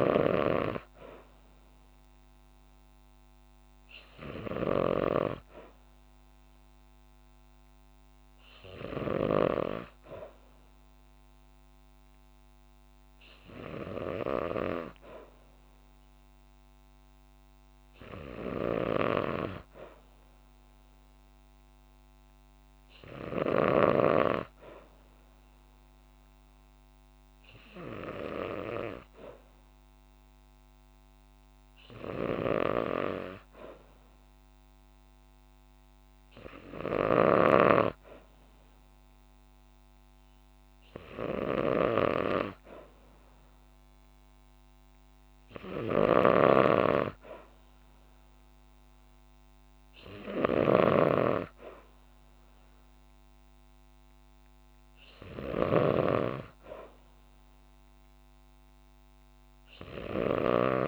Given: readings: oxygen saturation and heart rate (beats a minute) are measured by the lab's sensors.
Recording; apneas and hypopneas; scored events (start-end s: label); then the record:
breathing in sleep by a microphone on the trachea; none
45.50-55.50 s: snoring (device-marked)
From the record:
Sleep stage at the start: N2 (light sleep); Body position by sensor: on the back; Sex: female